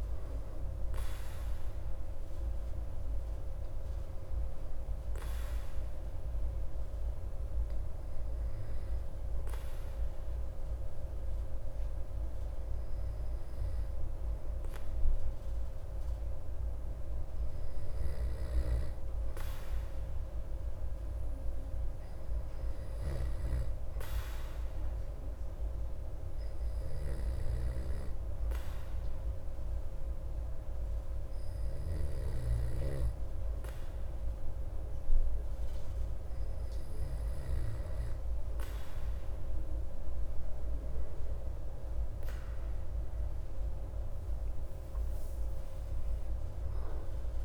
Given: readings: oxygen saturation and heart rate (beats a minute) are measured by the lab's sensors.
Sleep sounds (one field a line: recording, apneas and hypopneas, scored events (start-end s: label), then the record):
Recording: breathing in sleep, hard to hear, by a room microphone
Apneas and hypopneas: 1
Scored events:
24.00-38.00 s: hypopnea (oxygen 96% before, 93% lowest)
40.50-44.50 s: arousal
From the record:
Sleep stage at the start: N2 (light sleep)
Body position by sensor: on the back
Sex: male